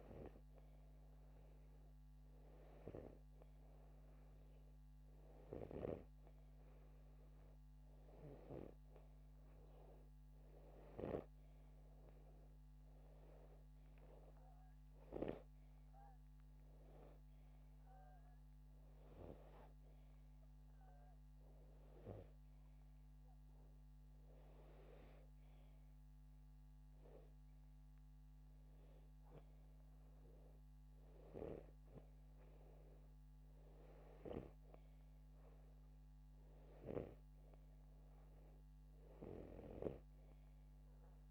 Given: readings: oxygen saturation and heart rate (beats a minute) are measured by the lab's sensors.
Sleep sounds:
breathing in sleep by a microphone on the trachea; none
none scored
From the record:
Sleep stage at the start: N2 (light sleep); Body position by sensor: upright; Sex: male

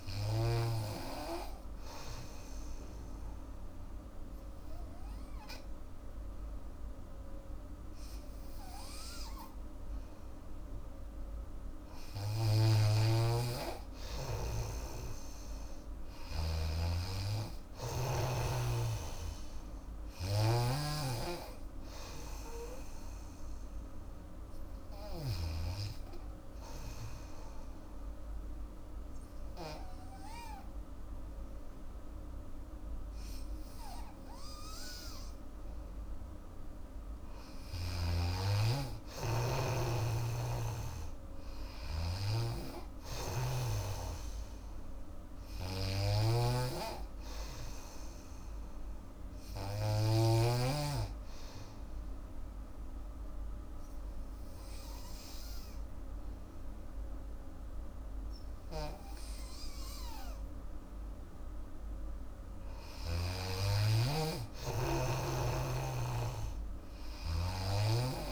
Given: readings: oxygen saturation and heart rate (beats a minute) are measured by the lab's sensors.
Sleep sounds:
breathing in sleep by a room microphone; 3
1.00-12.50 s: obstructive apnea (oxygen 97% before, 92% lowest, heart rate 78 before, 75 extreme, up 2 after)
12.50-16.50 s: snoring (device-marked)
13.50-17.50 s: arousal
18.00-27.00 s: oxygen desaturation (device-marked, oxygen 97% before, 93% lowest, heart rate 79 before, 74 extreme)
26.50-36.50 s: obstructive apnea (oxygen 97% before, 91% lowest, heart rate 79 before, 74 extreme, up 7 after)
39.00-42.00 s: arousal
40.00-50.50 s: snoring (device-marked)
43.00-51.00 s: oxygen desaturation (device-marked, oxygen 97% before, 92% lowest, heart rate 77 before, 77 extreme)
51.00-62.00 s: obstructive apnea (oxygen 97% before, 89% lowest, heart rate 78 before, 75 extreme, up 1 after)
63.50-67.50 s: snoring (device-marked)
64.00-68.32 s: oxygen desaturation (device-marked, oxygen 97% before, 91% lowest, heart rate 79 before, 75 extreme)
64.50-67.00 s: arousal
From the record:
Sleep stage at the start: N2 (light sleep); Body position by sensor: on the back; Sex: female

